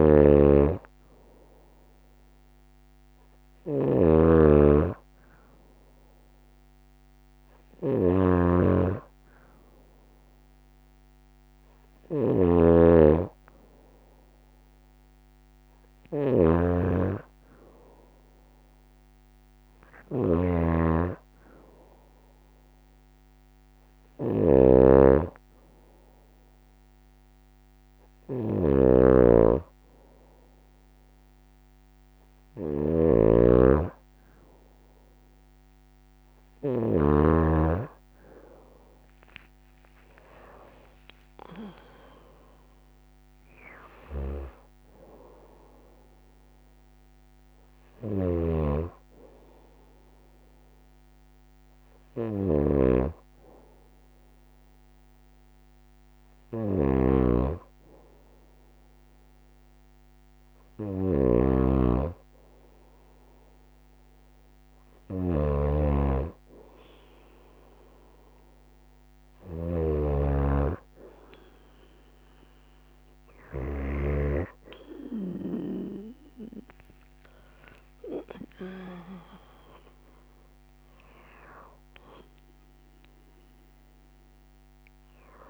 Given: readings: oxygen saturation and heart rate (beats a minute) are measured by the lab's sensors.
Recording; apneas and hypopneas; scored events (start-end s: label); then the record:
breathing in sleep by a microphone on the trachea; none
0.00-37.00 s: snoring (device-marked)
38.00-42.00 s: arousal
60.50-70.00 s: snoring (device-marked)
76.50-80.00 s: arousal
From the record:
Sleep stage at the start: N2 (light sleep); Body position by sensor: on the right side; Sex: female